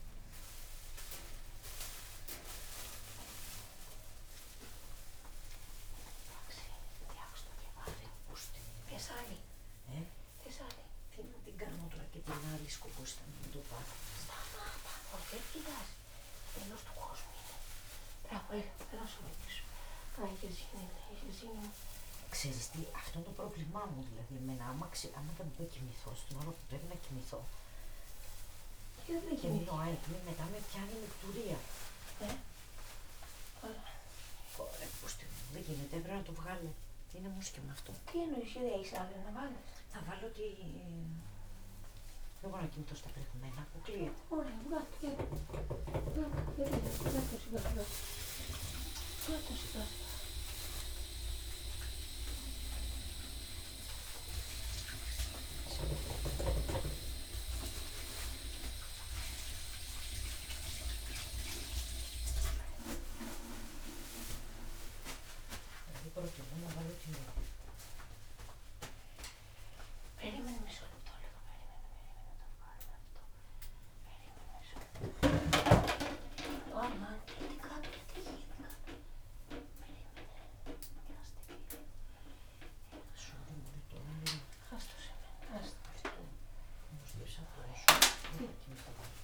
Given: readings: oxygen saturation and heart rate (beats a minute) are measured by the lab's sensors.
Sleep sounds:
a person awake in a sleep study, by a room microphone; none
none scored
From the record:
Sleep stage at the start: awake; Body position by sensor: upright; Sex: female

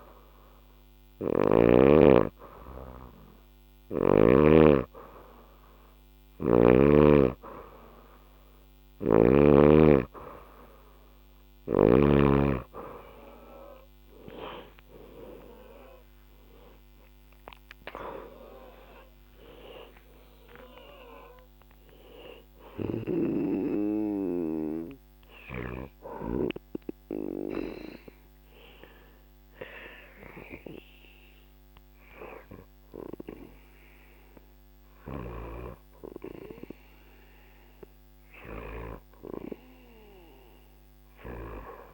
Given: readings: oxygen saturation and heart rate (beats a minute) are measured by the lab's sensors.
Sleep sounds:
breathing in sleep by a microphone on the trachea; none
8.00-11.50 s: snoring (device-marked)
14.50-20.00 s: arousal
22.00-26.00 s: snoring (device-marked)
34.50-41.94 s: snoring (device-marked)
From the record:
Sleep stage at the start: N2 (light sleep); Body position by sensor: on the back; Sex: female

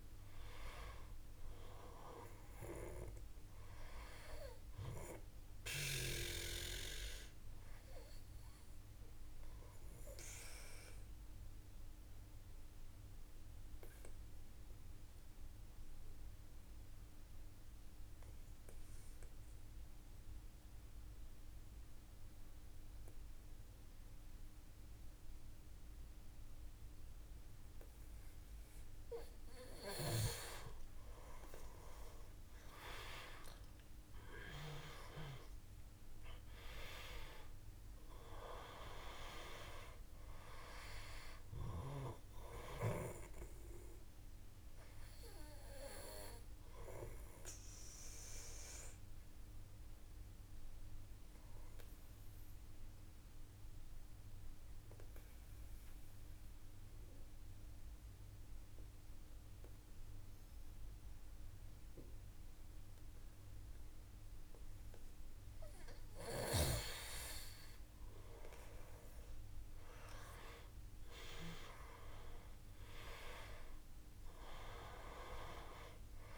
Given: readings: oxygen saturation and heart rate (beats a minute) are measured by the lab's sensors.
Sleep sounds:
breathing in sleep by a room microphone; 2
1.50-22.50 s: oxygen desaturation (device-marked, oxygen 97% before, 91% lowest, heart rate 57 before, 53 extreme)
6.00-28.00 s: obstructive apnea (oxygen 97% before, 89% lowest, heart rate 57 before, 52 extreme, up 6 after)
32.00-36.00 s: arousal
37.50-61.50 s: oxygen desaturation (device-marked, oxygen 96% before, 89% lowest, heart rate 56 before, 52 extreme)
44.00-65.00 s: obstructive apnea (oxygen 97% before, 89% lowest, heart rate 57 before, 52 extreme, up 4 after)
68.00-73.00 s: arousal
73.50-76.38 s: oxygen desaturation (device-marked, oxygen 97% before, 91% lowest, heart rate 55 before, 53 extreme)
From the record:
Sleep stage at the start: N2 (light sleep); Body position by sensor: on the back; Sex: male

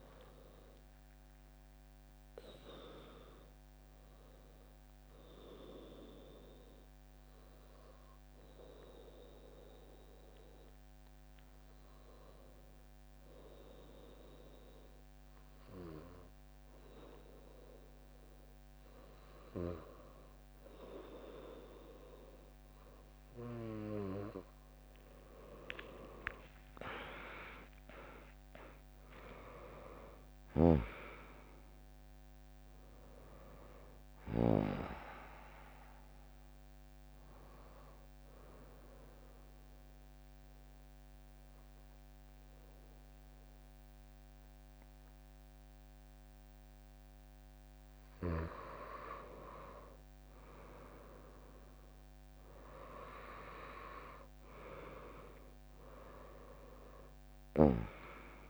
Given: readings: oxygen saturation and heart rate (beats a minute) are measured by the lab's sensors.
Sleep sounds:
breathing in sleep by a microphone on the trachea; 2
6.00-18.50 s: obstructive apnea (oxygen 99% before, 97% lowest, heart rate 79 before, 69 extreme)
9.00-19.00 s: drop in pulse transit time (device-marked, heart rate 77 before, 80 extreme)
25.00-30.50 s: arousal
28.00-30.00 s: long interval between heartbeats (device-marked, heart rate 80 before, 81 extreme)
36.50-49.00 s: obstructive apnea (oxygen 99% before, 96% lowest, heart rate 82 before, 60 extreme)
50.00-54.50 s: arousal
From the record:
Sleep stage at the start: N2 (light sleep); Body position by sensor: on the right side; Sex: female

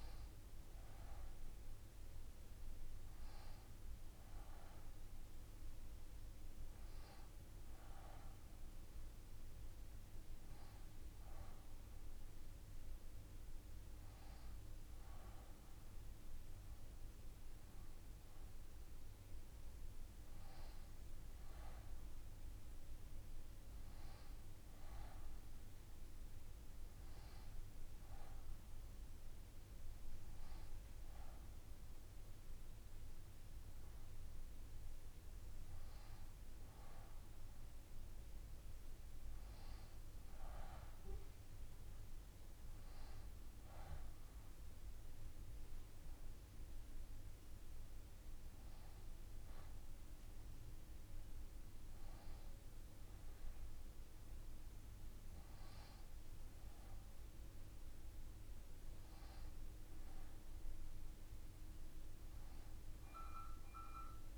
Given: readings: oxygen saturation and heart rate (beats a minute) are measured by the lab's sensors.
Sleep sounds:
breathing in sleep, hard to hear, by a room microphone; none
none scored
From the record:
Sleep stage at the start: N2 (light sleep); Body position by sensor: on the left side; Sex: female

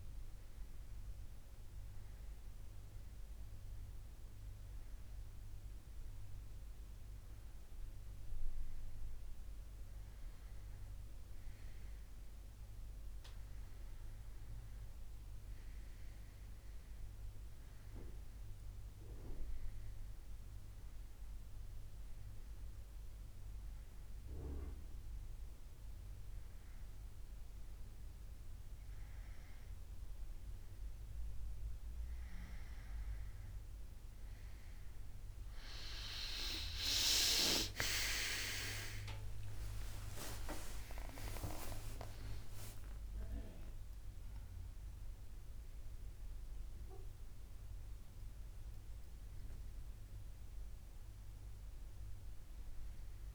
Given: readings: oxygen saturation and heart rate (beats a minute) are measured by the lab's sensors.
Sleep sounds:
breathing in sleep by a room microphone; none
36.50-41.00 s: arousal
From the record:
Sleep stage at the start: N2 (light sleep); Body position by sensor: on the right side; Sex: male

